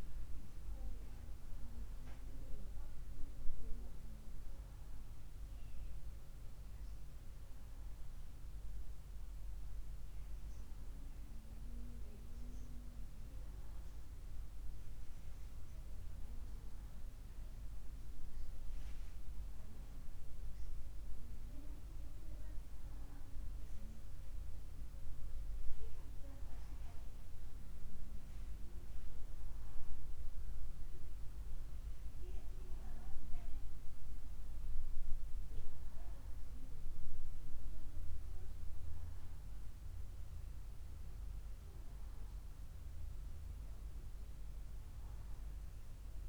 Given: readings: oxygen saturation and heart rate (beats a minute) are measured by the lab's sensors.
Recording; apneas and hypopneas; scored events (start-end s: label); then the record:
breathing in sleep, hard to hear, by a room microphone; none
none scored
From the record:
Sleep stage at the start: N1 (lightest sleep); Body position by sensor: on the right side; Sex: female